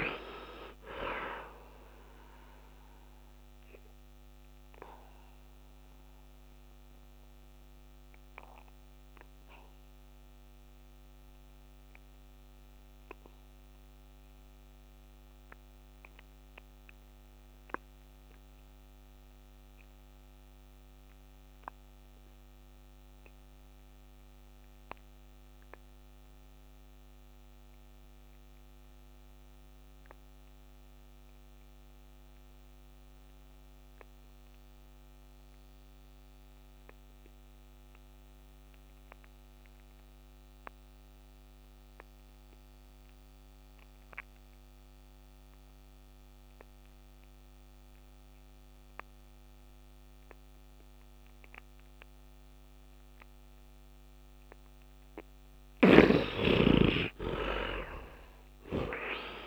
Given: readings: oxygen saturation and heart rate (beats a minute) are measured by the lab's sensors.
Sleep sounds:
breathing in sleep by a microphone on the trachea; 1
0.00-22.00 s: oxygen desaturation (device-marked, oxygen 53% lowest, heart rate 62 extreme)
5.50-54.50 s: obstructive apnea (oxygen 97% before, 45% lowest, heart rate 73 before, 62 extreme, up 21 after)
24.00-59.47 s: oxygen desaturation (device-marked, oxygen 99% before, 45% lowest, heart rate 70 before, 62 extreme)
56.50-59.47 s: arousal
From the record:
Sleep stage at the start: N2 (light sleep); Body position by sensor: on the right side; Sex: male

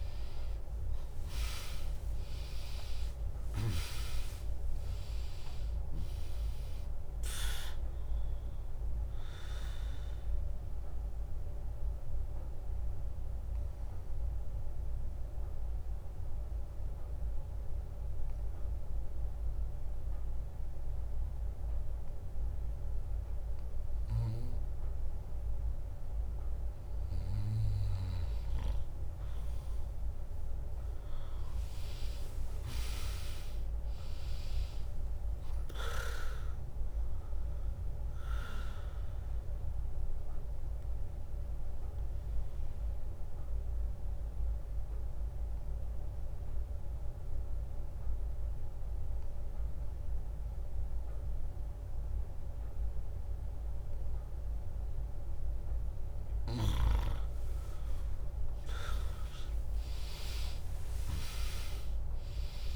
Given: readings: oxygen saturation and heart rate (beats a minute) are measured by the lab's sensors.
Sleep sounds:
breathing in sleep by a room microphone; 2
0.00-3.00 s: arousal
2.00-23.00 s: oxygen desaturation (device-marked, oxygen 100% before, 96% lowest, heart rate 73 before, 58 extreme)
4.00-21.00 s: drop in pulse transit time (device-marked, heart rate 72 before, 66 extreme)
9.50-26.50 s: mixed apnea (oxygen 100% before, 96% lowest, heart rate 71 before, 58 extreme, up 1 after)
28.00-32.50 s: arousal
37.00-50.00 s: drop in pulse transit time (device-marked, heart rate 69 before, 71 extreme)
40.00-56.00 s: obstructive apnea (oxygen 100% before, 96% lowest, heart rate 68 before, 59 extreme)
56.00-58.00 s: bradycardia (device-marked, heart rate 75 before, 60 extreme)
58.00-61.50 s: arousal
From the record:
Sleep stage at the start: N2 (light sleep); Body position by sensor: on the back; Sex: female

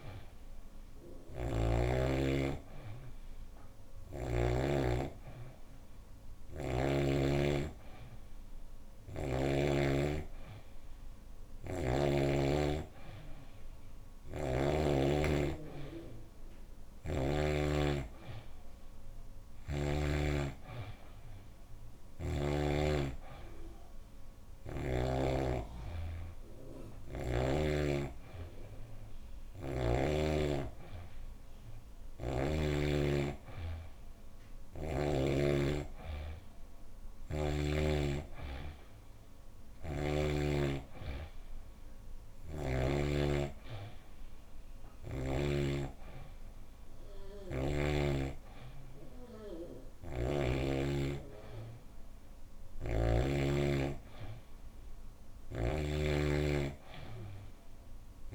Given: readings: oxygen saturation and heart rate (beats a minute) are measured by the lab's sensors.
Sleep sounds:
breathing in sleep by a room microphone; none
29.00-32.50 s: snoring (device-marked)
49.50-53.00 s: snoring (device-marked)
55.00-58.35 s: snoring (device-marked)
From the record:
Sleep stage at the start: N3 (deep sleep); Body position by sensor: on the back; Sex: female

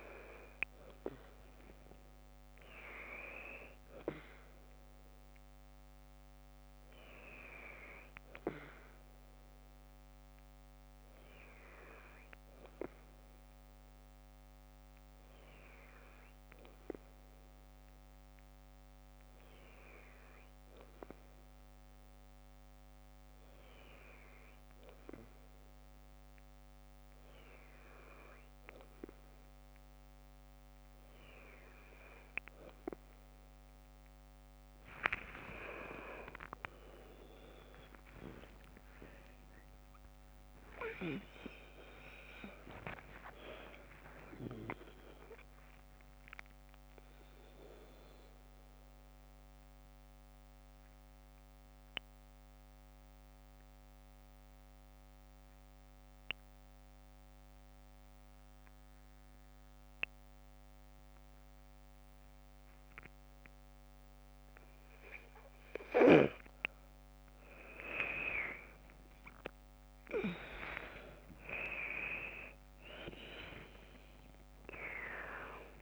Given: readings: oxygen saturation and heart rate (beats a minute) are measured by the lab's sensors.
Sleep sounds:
breathing in sleep by a microphone on the trachea; 1
34.50-40.00 s: arousal
47.50-65.00 s: mixed apnea (oxygen 97% before, 93% lowest, heart rate 58 before, 50 extreme, up 5 after)
67.00-72.00 s: arousal
72.00-75.82 s: oxygen desaturation (device-marked, oxygen 98% before, 93% lowest, heart rate 52 before, 50 extreme)
From the record:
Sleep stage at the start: N2 (light sleep); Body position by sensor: on the left side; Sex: female

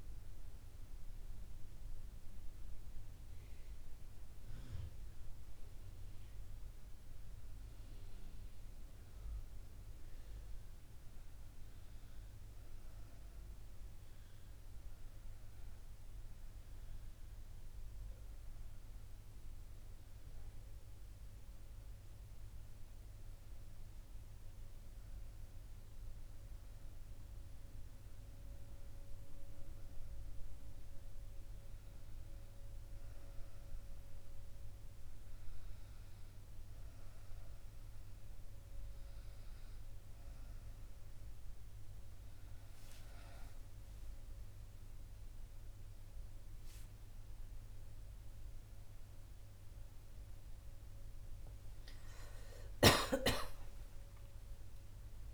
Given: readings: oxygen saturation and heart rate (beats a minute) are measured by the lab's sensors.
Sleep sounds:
breathing in sleep, hard to hear, by a room microphone; 1
23.00-28.00 s: arousal
30.50-41.50 s: hypopnea (oxygen 98% before, 94% lowest, heart rate 74 before, 72 extreme, up 4 after)
51.00-55.34 s: arousal
From the record:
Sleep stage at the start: REM sleep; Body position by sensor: on the right side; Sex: female

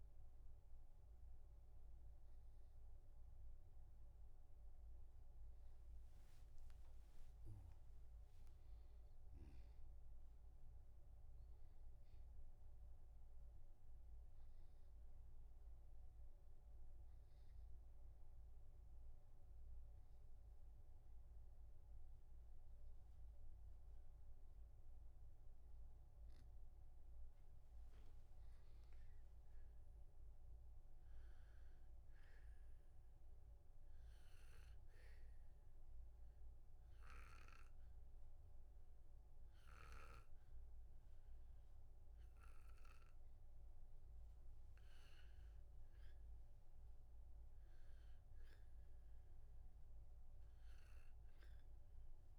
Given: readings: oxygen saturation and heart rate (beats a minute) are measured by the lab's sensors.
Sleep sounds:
breathing in sleep, hard to hear, by a room microphone; 2
6.50-10.50 s: arousal
16.00-27.00 s: obstructive apnea (oxygen 97% before, 94% lowest, heart rate 77 before, 61 extreme, up 3 after)
29.00-32.00 s: arousal
34.00-44.50 s: obstructive apnea (oxygen 97% before, 94% lowest, heart rate 63 before, 61 extreme, up 4 after)
46.50-50.00 s: arousal
From the record:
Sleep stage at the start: N2 (light sleep); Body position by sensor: on the back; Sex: male

